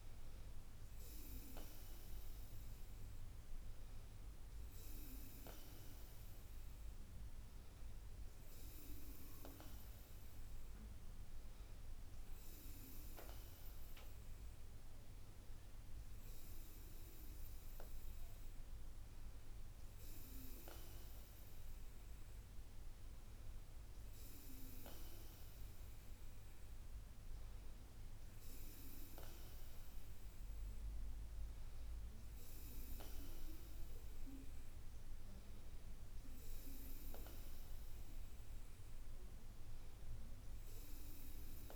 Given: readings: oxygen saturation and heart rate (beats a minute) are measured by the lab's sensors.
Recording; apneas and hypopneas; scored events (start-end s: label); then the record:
breathing in sleep by a room microphone; none
35.00-38.00 s: bradycardia (device-marked, heart rate 67 before, 68 extreme)
From the record:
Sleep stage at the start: N2 (light sleep); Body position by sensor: on the back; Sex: female